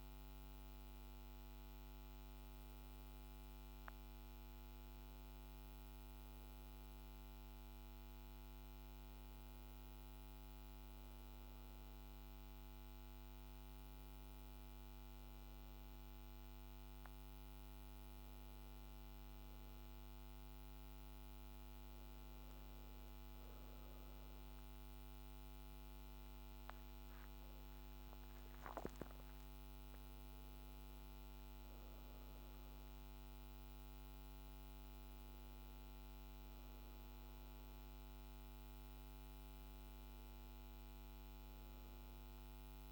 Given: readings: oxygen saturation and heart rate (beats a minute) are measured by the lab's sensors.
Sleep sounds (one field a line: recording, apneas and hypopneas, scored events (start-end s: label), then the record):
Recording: breathing in sleep, hard to hear, by a microphone on the trachea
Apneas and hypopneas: none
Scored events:
1.50-12.50 s: oxygen desaturation (device-marked, oxygen 95% before, 90% lowest, heart rate 54 before, 54 extreme)
From the record:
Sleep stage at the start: REM sleep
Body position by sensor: on the back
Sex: female